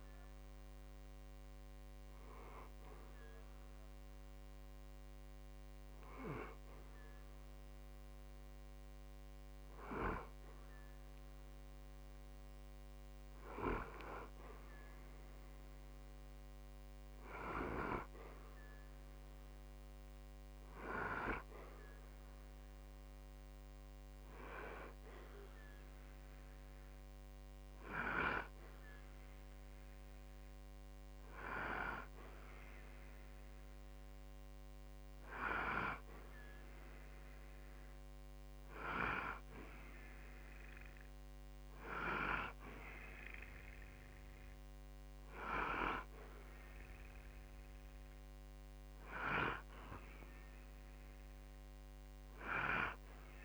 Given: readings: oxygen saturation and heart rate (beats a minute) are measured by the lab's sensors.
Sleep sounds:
breathing in sleep by a microphone on the trachea; none
21.00-53.45 s: new sleep stage, N2 (light sleep)
From the record:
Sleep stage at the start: N1 (lightest sleep); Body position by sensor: on the back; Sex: male

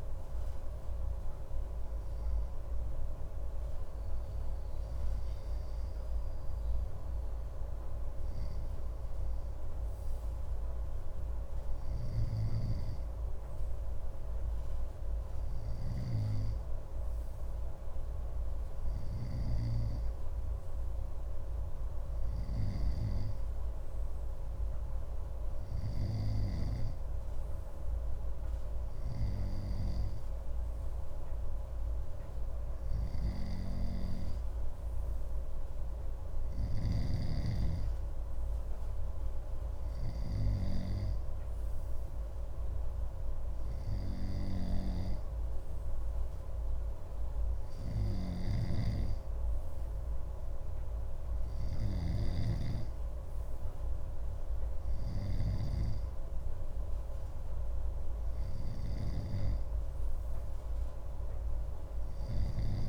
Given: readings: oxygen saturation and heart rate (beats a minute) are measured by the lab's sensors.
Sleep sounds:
breathing in sleep by a room microphone; none
33.00-37.00 s: snoring (device-marked)
44.50-55.50 s: snoring (device-marked)
From the record:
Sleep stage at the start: N2 (light sleep); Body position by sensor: on the left side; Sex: male

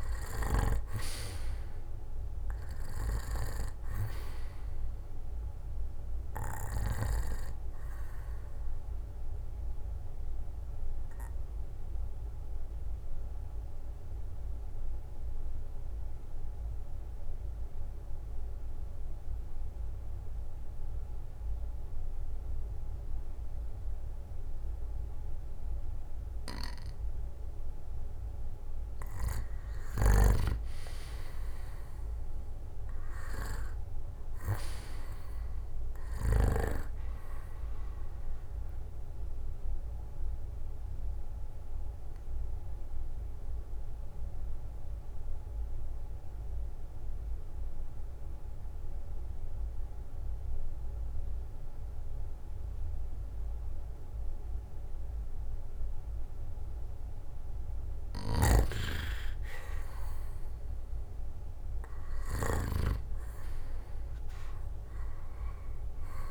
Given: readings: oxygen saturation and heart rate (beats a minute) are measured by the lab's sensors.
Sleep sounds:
breathing in sleep by a room microphone; 2
0.50-19.50 s: oxygen desaturation (device-marked, oxygen 98% before, 91% lowest, heart rate 58 before, 54 extreme)
9.00-30.00 s: mixed apnea (oxygen 98% before, 89% lowest, heart rate 63 before, 52 extreme, up 13 after)
32.00-35.50 s: arousal
34.50-55.50 s: oxygen desaturation (device-marked, oxygen 97% before, 89% lowest, heart rate 60 before, 52 extreme)
39.00-57.50 s: obstructive apnea (oxygen 98% before, 89% lowest, heart rate 63 before, 52 extreme, up 17 after)
60.00-63.50 s: arousal
63.50-66.31 s: oxygen desaturation (device-marked, oxygen 98% before, 91% lowest, heart rate 57 before, 52 extreme)
From the record:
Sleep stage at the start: N2 (light sleep); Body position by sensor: on the back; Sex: male

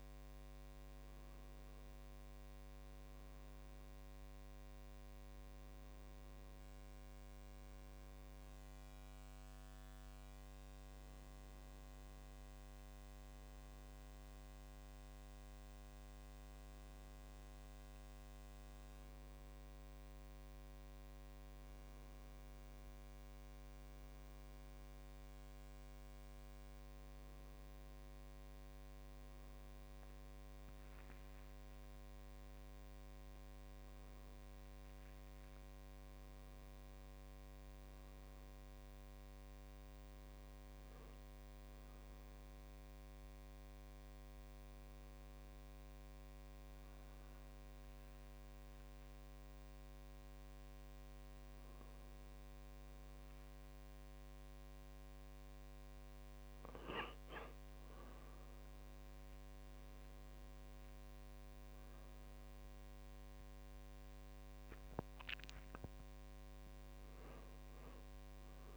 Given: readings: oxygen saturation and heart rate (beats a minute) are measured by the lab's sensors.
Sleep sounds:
a person awake in a sleep study, hard to hear, by a microphone on the trachea; none
31.00-33.00 s: long interval between heartbeats (device-marked, heart rate 52 before, 60 extreme)
33.50-35.50 s: long interval between heartbeats (device-marked, heart rate 53 before, 70 extreme)
34.50-46.50 s: drop in pulse transit time (device-marked, heart rate 54 before, 53 extreme)
57.00-59.00 s: long interval between heartbeats (device-marked, heart rate 55 before, 61 extreme)
From the record:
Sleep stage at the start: awake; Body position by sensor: on the right side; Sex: male

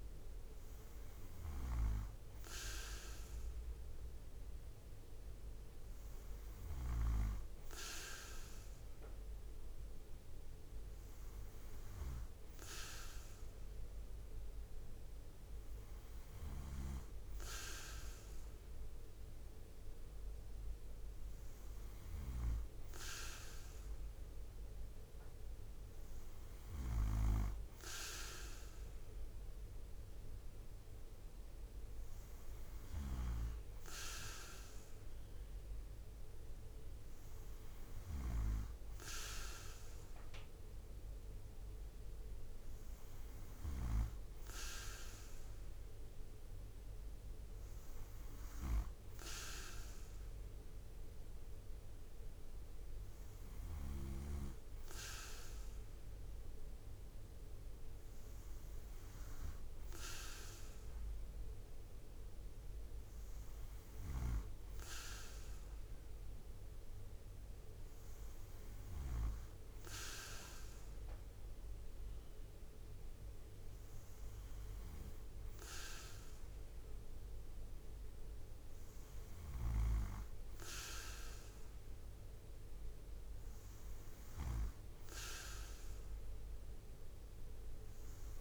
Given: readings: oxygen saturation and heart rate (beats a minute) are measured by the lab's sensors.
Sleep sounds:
breathing in sleep by a room microphone; none
0.50-6.50 s: snoring (device-marked)
From the record:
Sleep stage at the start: N2 (light sleep); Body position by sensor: on the right side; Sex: male

